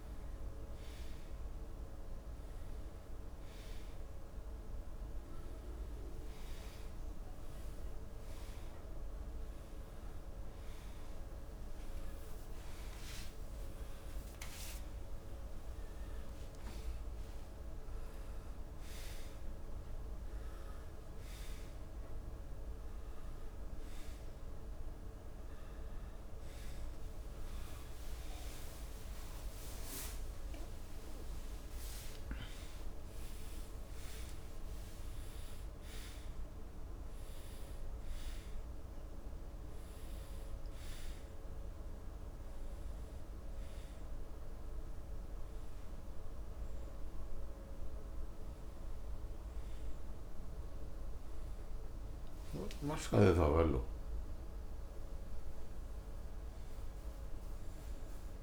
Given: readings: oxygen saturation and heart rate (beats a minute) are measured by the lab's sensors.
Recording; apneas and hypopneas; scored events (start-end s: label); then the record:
a person awake in a sleep study, hard to hear, by a room microphone; none
2.00-58.42 s: new sleep stage, awake
7.00-9.00 s: long interval between heartbeats (device-marked, heart rate 86 before, 97 extreme)
14.00-16.00 s: long interval between heartbeats (device-marked, heart rate 91 before, 98 extreme)
28.50-30.50 s: long interval between heartbeats (device-marked, heart rate 94 before, 97 extreme)
37.50-39.50 s: long interval between heartbeats (device-marked, heart rate 94 before, 103 extreme)
52.50-54.50 s: long interval between heartbeats (device-marked, heart rate 94 before, 99 extreme)
From the record:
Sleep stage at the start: N2 (light sleep); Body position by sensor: on the right side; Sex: male